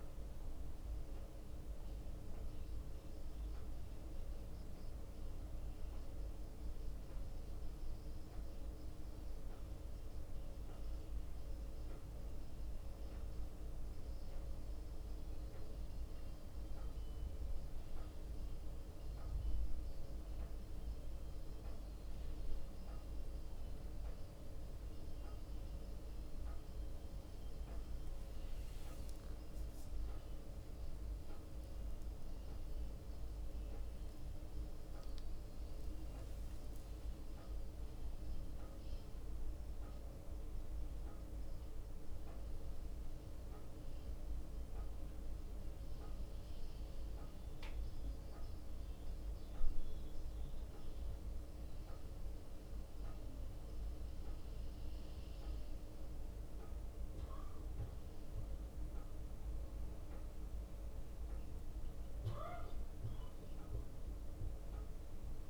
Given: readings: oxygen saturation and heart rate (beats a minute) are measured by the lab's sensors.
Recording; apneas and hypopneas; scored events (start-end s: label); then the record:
a person awake in a sleep study, hard to hear, by a room microphone; none
0.00-6.00 s: bradycardia (device-marked, heart rate 58 extreme)
10.00-26.00 s: bradycardia (device-marked, heart rate 60 before, 58 extreme)
28.50-30.50 s: leg movement (device-marked)
36.00-38.00 s: leg movement (device-marked)
44.00-53.00 s: bradycardia (device-marked, heart rate 60 before, 59 extreme)
45.00-65.50 s: drop in pulse transit time (device-marked, heart rate 63 before, 58 extreme)
54.00-65.50 s: bradycardia (device-marked, heart rate 60 before, 58 extreme)
58.50-65.50 s: leg movement (device-marked)
From the record:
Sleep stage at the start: awake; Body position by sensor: on the back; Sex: male